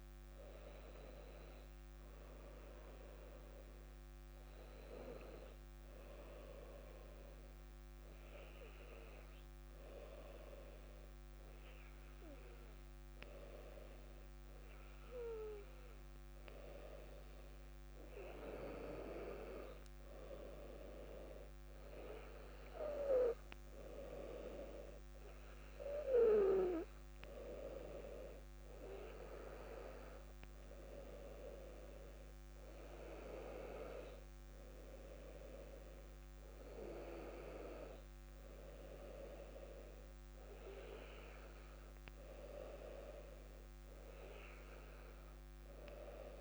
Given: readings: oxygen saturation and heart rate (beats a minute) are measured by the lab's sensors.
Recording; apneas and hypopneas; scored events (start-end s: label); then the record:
breathing in sleep by a microphone on the trachea; 1
5.50-16.00 s: hypopnea (oxygen 99% before, 95% lowest, heart rate 62 before, 58 extreme, up 1 after)
From the record:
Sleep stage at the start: N2 (light sleep); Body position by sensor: on the back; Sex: female